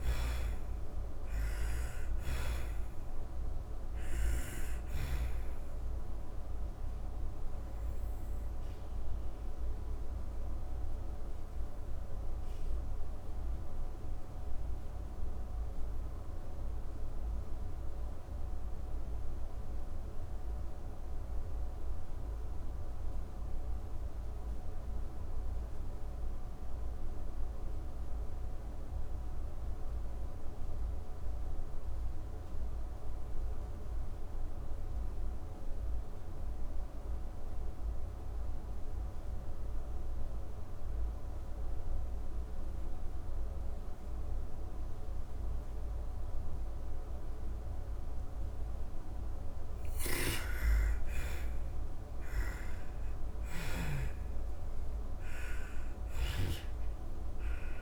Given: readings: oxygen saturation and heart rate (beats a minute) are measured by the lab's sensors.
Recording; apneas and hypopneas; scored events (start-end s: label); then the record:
breathing in sleep, hard to hear, by a room microphone; 1
0.00-4.00 s: snoring (device-marked)
0.00-18.50 s: oxygen desaturation (device-marked, oxygen 79% lowest)
5.50-46.50 s: obstructive apnea (oxygen 98% before, 78% lowest)
38.50-57.82 s: oxygen desaturation (device-marked, oxygen 99% before, 78% lowest)
48.50-52.50 s: snoring (device-marked)
49.00-55.50 s: arousal
From the record:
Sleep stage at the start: N2 (light sleep); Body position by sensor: on the back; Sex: female